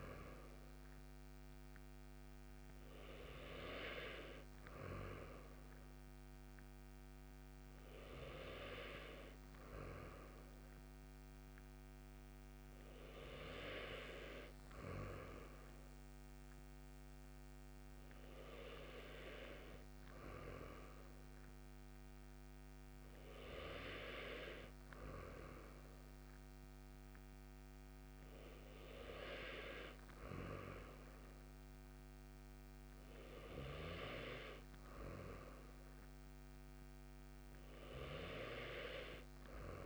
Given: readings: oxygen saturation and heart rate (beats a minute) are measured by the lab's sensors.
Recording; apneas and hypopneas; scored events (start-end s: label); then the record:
breathing in sleep by a microphone on the trachea; none
none scored
From the record:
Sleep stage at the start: N2 (light sleep); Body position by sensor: on the right side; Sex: male